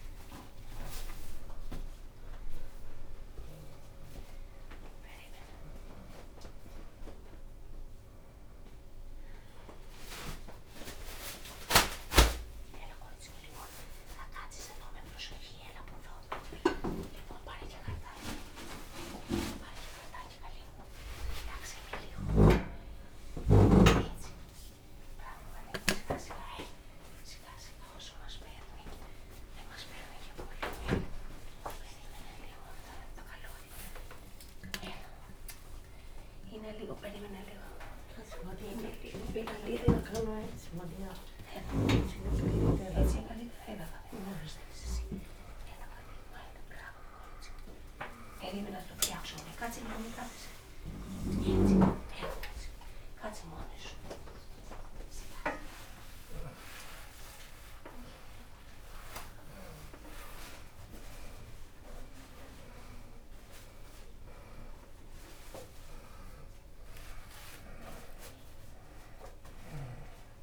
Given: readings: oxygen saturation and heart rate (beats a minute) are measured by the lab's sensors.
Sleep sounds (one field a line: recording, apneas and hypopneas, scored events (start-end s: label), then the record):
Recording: a person awake in a sleep study, by a room microphone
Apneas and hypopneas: none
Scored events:
0.00-7.00 s: oxygen desaturation (device-marked, oxygen 90% lowest, heart rate 91 extreme)
19.00-21.00 s: long interval between heartbeats (device-marked, heart rate 96 before, 106 extreme)
30.00-40.00 s: drop in pulse transit time (device-marked, heart rate 103 before, 105 extreme)
34.00-36.00 s: long interval between heartbeats (device-marked, heart rate 105 before, 118 extreme)
38.00-40.00 s: long interval between heartbeats (device-marked, heart rate 111 before, 108 extreme)
40.00-49.00 s: oxygen desaturation (device-marked, oxygen 93% before, 90% lowest)
43.50-45.50 s: long interval between heartbeats (device-marked, heart rate 108 before, 60 extreme)
45.00-48.00 s: bradycardia (device-marked, heart rate 94 before, 60 extreme)
46.00-48.00 s: drop in pulse transit time (device-marked, heart rate 101 before, 60 extreme)
49.00-51.00 s: long interval between heartbeats (device-marked, heart rate 92 before, 30 extreme)
52.50-54.50 s: long interval between heartbeats (device-marked, heart rate 83 before, 72 extreme)
60.50-62.50 s: long interval between heartbeats (device-marked, heart rate 72 before, 60 extreme)
65.00-70.43 s: drop in pulse transit time (device-marked)
66.00-70.43 s: bradycardia (device-marked)
From the record:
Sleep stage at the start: awake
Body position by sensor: upright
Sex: female